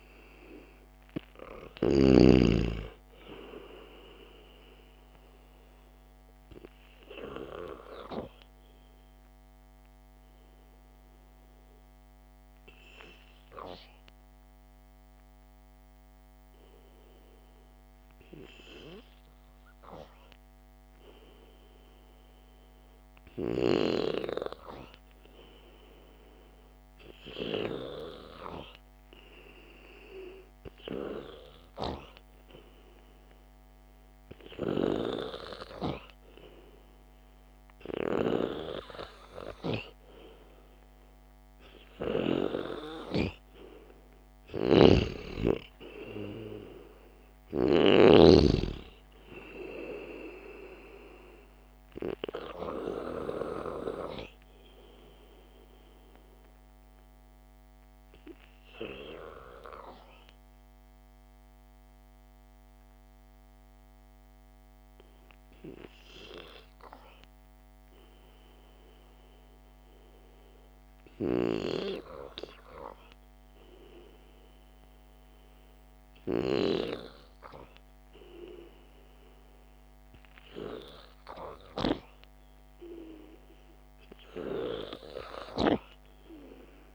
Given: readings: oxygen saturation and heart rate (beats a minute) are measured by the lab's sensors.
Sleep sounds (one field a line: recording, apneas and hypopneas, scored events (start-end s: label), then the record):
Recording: breathing in sleep by a microphone on the trachea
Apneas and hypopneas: 2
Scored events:
0.00-2.50 s: snoring (device-marked)
8.00-21.00 s: hypopnea (oxygen 97% before, 93% lowest, heart rate 58 before, 52 extreme, up 2 after)
21.50-25.50 s: arousal
36.00-62.00 s: oxygen desaturation (device-marked, oxygen 97% before, 93% lowest, heart rate 59 before, 52 extreme)
44.50-48.50 s: snoring (device-marked)
51.00-54.00 s: arousal
57.00-70.50 s: hypopnea (oxygen 97% before, 93% lowest, heart rate 55 before, 52 extreme, up 2 after)
81.00-86.95 s: new sleep stage, awake
From the record:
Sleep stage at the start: N2 (light sleep)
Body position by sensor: on the back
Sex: male